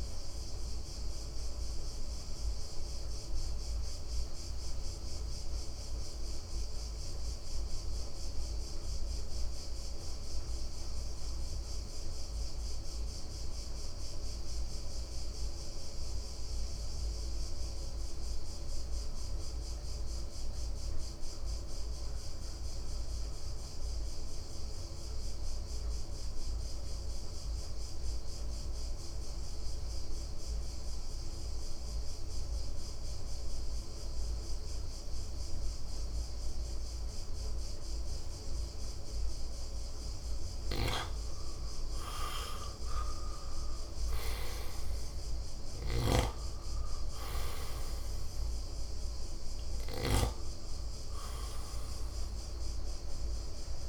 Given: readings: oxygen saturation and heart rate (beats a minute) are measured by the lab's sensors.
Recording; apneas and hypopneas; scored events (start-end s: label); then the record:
breathing in sleep, hard to hear, by a room microphone; 1
0.00-12.50 s: oxygen desaturation (device-marked, oxygen 85% lowest, heart rate 52 extreme)
0.50-41.50 s: mixed apnea (oxygen 95% before, 85% lowest, heart rate 63 before, 52 extreme, up 7 after)
34.50-53.89 s: oxygen desaturation (device-marked, oxygen 97% before, 86% lowest, heart rate 58 before, 58 extreme)
43.00-47.50 s: arousal
46.00-50.50 s: snoring (device-marked)
From the record:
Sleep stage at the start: N2 (light sleep); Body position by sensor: on the right side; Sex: male